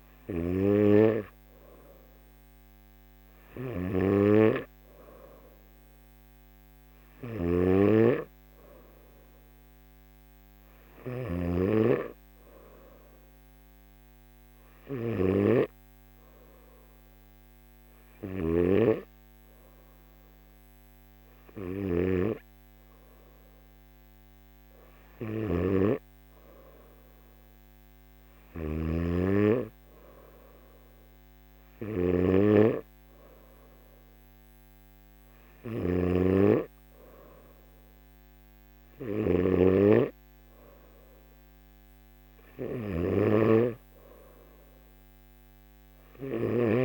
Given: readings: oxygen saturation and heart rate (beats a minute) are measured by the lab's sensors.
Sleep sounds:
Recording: breathing in sleep by a microphone on the trachea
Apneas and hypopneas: none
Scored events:
7.00-11.00 s: snoring (device-marked)
25.00-28.50 s: snoring (device-marked)
35.50-39.00 s: snoring (device-marked)
From the record:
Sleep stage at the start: N3 (deep sleep)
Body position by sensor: on the back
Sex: male

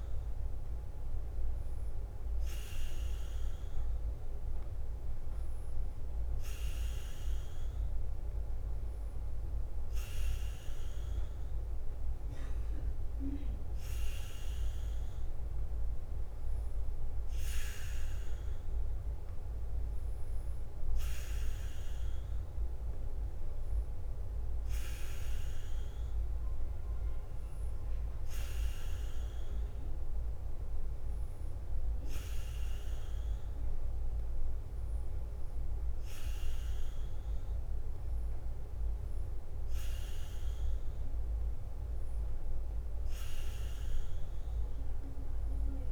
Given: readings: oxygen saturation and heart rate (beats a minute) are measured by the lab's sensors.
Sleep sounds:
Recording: breathing in sleep, hard to hear, by a room microphone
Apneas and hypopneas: none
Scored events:
0.00-45.92 s: bradycardia (device-marked, heart rate 44 extreme)
From the record:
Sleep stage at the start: N3 (deep sleep)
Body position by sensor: on the back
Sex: male

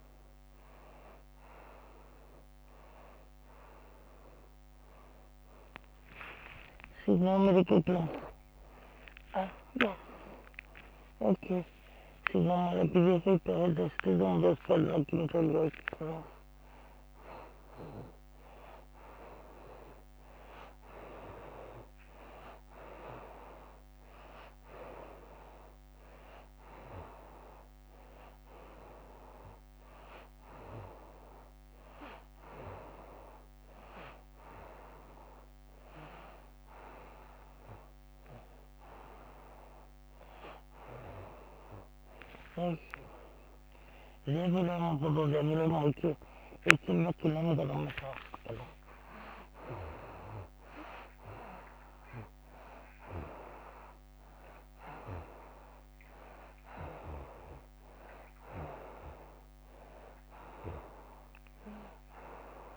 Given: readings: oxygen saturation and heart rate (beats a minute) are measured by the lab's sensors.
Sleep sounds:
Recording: a person awake in a sleep study, by a microphone on the trachea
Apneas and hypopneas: none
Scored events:
7.00-11.50 s: snoring (device-marked)
From the record:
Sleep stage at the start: awake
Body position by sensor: on the right side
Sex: female

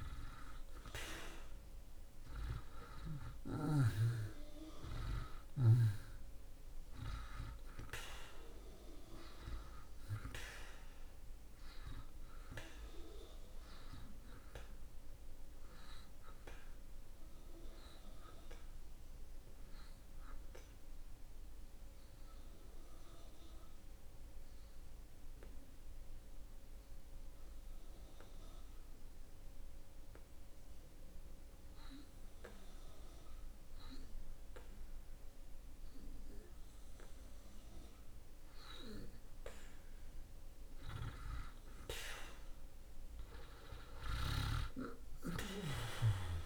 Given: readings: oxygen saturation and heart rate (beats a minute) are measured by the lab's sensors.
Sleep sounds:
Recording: breathing in sleep by a room microphone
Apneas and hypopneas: 1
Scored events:
6.50-33.50 s: oxygen desaturation (device-marked, oxygen 92% before, 85% lowest)
21.00-37.00 s: hypopnea (oxygen 92% before, 82% lowest)
38.50-43.00 s: arousal
From the record:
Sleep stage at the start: N2 (light sleep)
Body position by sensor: on the back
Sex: male

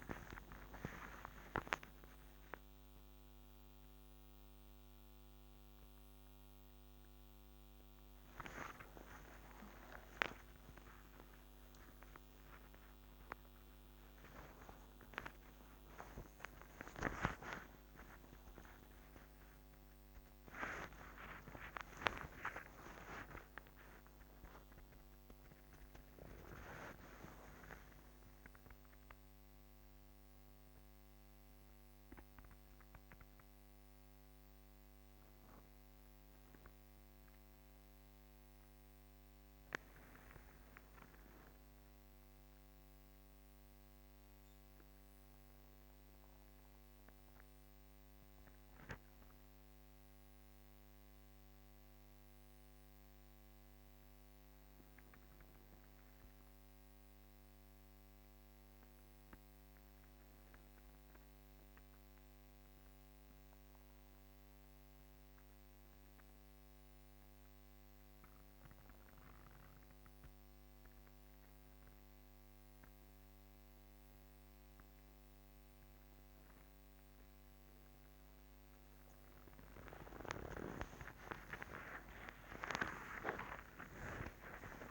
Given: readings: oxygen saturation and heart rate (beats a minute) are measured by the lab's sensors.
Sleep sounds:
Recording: a person partly awake in a sleep study, by a microphone on the trachea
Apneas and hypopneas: none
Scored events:
19.50-84.91 s: new sleep stage, N1 (lightest sleep)
81.50-84.91 s: arousal
From the record:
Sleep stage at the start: awake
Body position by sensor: on the back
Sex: female

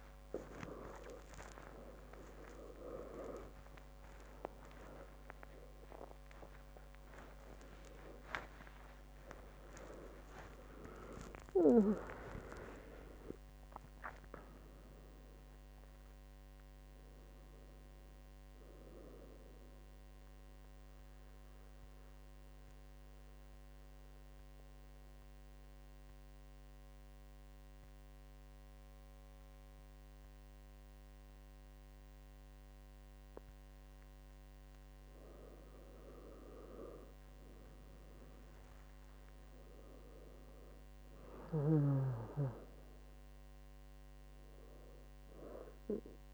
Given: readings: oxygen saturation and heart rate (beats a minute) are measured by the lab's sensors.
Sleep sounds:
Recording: a person partly awake in a sleep study, by a microphone on the trachea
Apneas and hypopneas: 1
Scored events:
17.50-46.34 s: new sleep stage, N2 (light sleep)
20.00-35.00 s: mixed apnea (oxygen 98% before, 95% lowest, heart rate 138 before, 68 extreme, up 8 after)
37.00-41.00 s: arousal
From the record:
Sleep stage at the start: awake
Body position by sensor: on the back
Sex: female

